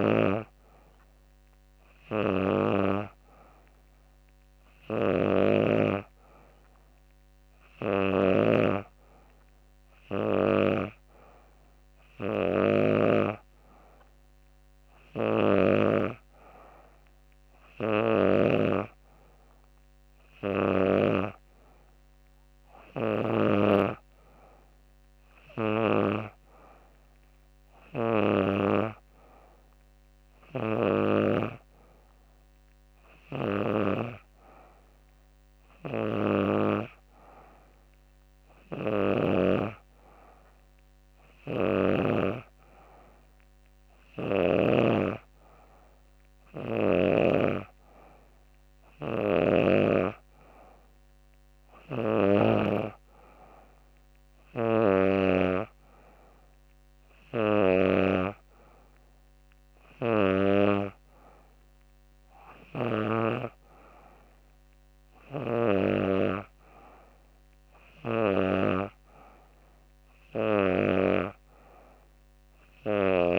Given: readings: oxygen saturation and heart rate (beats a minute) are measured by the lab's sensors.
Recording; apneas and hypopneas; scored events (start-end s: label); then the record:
breathing in sleep by a microphone on the trachea; none
none scored
From the record:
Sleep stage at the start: N3 (deep sleep); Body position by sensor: on the back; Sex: female